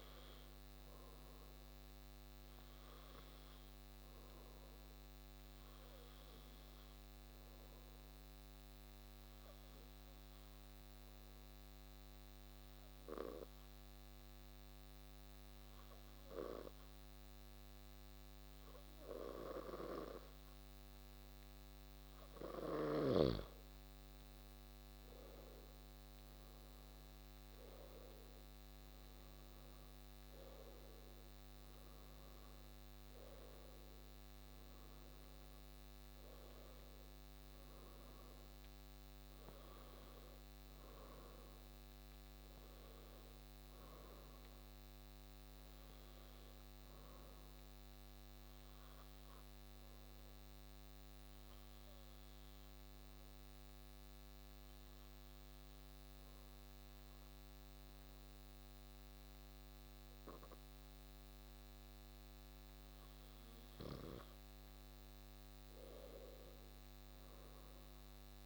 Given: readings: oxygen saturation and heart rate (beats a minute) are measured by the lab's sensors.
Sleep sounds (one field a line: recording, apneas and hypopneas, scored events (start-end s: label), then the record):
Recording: breathing in sleep by a microphone on the trachea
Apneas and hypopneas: 2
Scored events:
4.50-22.50 s: obstructive apnea (oxygen 97% before, 94% lowest)
24.00-30.00 s: arousal
47.50-63.00 s: obstructive apnea (oxygen 97% before, 94% lowest)
66.50-68.46 s: arousal
From the record:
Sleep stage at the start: N2 (light sleep)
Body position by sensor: on the back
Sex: male